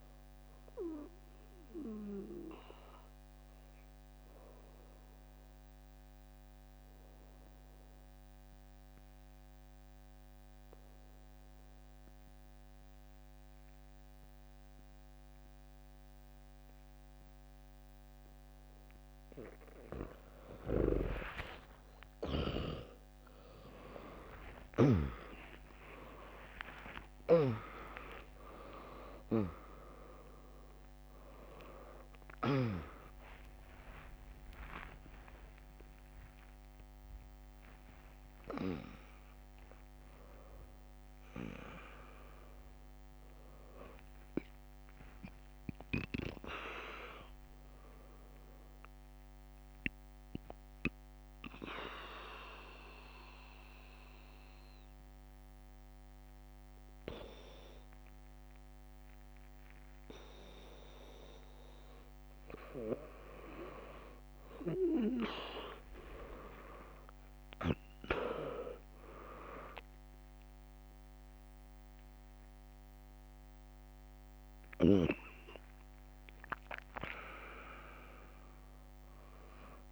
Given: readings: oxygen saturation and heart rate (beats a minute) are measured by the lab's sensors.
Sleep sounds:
a person partly awake in a sleep study, by a microphone on the trachea; 2
0.00-1.50 s: drop in pulse transit time (device-marked, heart rate 60 extreme)
0.00-12.50 s: oxygen desaturation (device-marked, oxygen 95% lowest, heart rate 57 extreme)
2.50-18.50 s: obstructive apnea (oxygen 100% before, 95% lowest, heart rate 71 before, 57 extreme, up 10 after)
16.50-20.50 s: bradycardia (device-marked, heart rate 73 before, 59 extreme)
22.50-52.50 s: new sleep stage, awake
24.50-37.50 s: tachycardia (device-marked, heart rate 73 before, 126 extreme)
25.50-43.50 s: drop in pulse transit time (device-marked, heart rate 72 before, 76 extreme)
27.50-29.50 s: long interval between heartbeats (device-marked, heart rate 72 before, 112 extreme)
27.50-48.50 s: oxygen desaturation (device-marked, oxygen 100% before, 95% lowest, heart rate 72 before, 57 extreme)
37.00-39.00 s: long interval between heartbeats (device-marked, heart rate 91 before, 126 extreme)
43.50-45.50 s: long interval between heartbeats (device-marked, heart rate 108 before, 100 extreme)
48.50-62.50 s: obstructive apnea (oxygen 100% before, 96% lowest, heart rate 112 before, 57 extreme)
52.50-79.92 s: new sleep stage, N2 (light sleep)
61.50-64.50 s: bradycardia (device-marked, heart rate 74 before, 64 extreme)
67.00-73.00 s: arousal
72.50-79.92 s: drop in pulse transit time (device-marked, heart rate 71 before, 77 extreme)
74.50-79.92 s: oxygen desaturation (device-marked, oxygen 99% before, 96% lowest, heart rate 71 before, 62 extreme)
From the record:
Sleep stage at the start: N2 (light sleep); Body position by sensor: on the back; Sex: female

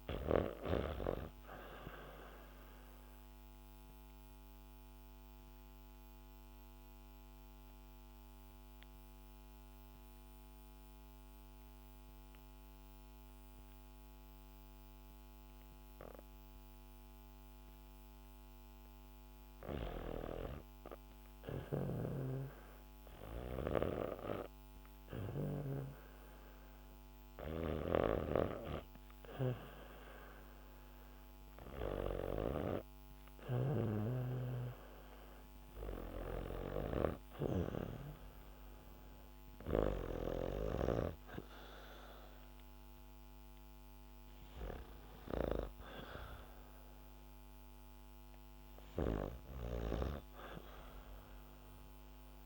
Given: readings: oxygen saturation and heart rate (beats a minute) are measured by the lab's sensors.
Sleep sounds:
breathing in sleep by a microphone on the trachea; 1
0.00-16.00 s: oxygen desaturation (device-marked, oxygen 91% lowest, heart rate 59 extreme)
3.00-18.50 s: obstructive apnea (oxygen 98% before, 89% lowest, heart rate 69 before, 59 extreme)
18.00-21.00 s: bradycardia (device-marked, heart rate 70 before, 60 extreme)
20.00-25.00 s: arousal
21.00-33.50 s: snoring (device-marked)
27.00-42.00 s: oxygen desaturation (device-marked, oxygen 96% before, 89% lowest, heart rate 66 before, 69 extreme)
49.00-52.46 s: snoring (device-marked)
From the record:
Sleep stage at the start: REM sleep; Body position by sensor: on the back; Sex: female

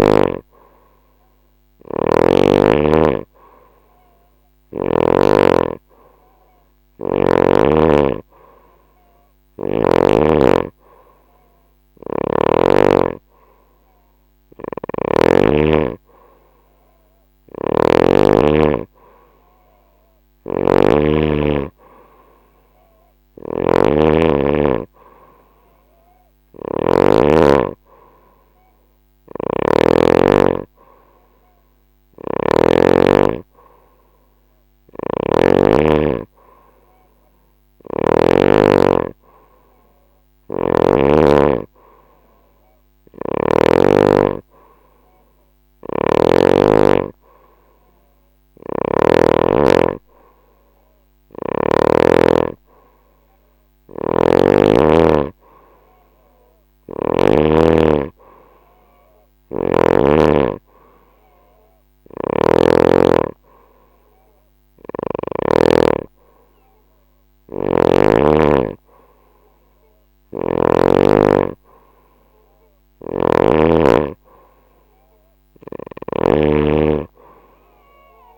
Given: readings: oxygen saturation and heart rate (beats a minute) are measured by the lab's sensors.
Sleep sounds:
breathing in sleep by a microphone on the trachea; none
1.00-4.50 s: snoring (device-marked)
14.00-17.50 s: snoring (device-marked)
19.50-26.50 s: snoring (device-marked)
28.50-32.00 s: snoring (device-marked)
34.00-37.50 s: snoring (device-marked)
39.50-43.00 s: snoring (device-marked)
45.00-48.50 s: snoring (device-marked)
53.00-56.50 s: snoring (device-marked)
58.50-62.00 s: snoring (device-marked)
64.00-67.50 s: snoring (device-marked)
72.00-78.38 s: snoring (device-marked)
From the record:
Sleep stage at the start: N2 (light sleep); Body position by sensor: on the right side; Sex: female

